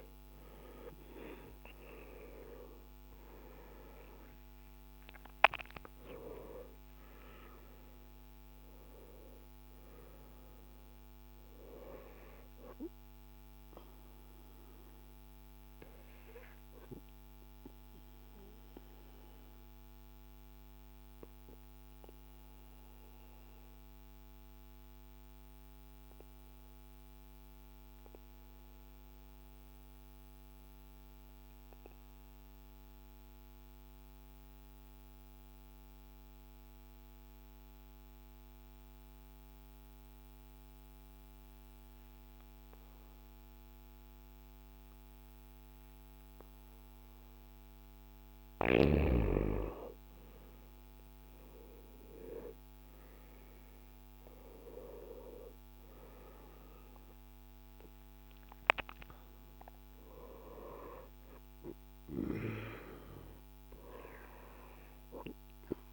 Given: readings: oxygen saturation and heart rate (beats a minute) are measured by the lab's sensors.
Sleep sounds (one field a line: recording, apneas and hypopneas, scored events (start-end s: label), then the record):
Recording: breathing in sleep by a microphone on the trachea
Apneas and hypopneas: 1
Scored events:
0.00-1.50 s: arousal
0.00-28.00 s: oxygen desaturation (device-marked, oxygen 89% lowest, heart rate 55 extreme)
14.00-48.00 s: obstructive apnea (oxygen 98% before, 89% lowest, heart rate 64 before, 54 extreme, up 9 after)
50.00-55.50 s: arousal
54.00-65.93 s: oxygen desaturation (device-marked, oxygen 97% before, 91% lowest, heart rate 57 before, 54 extreme)
From the record:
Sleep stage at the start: N2 (light sleep)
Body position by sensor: on the back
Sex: male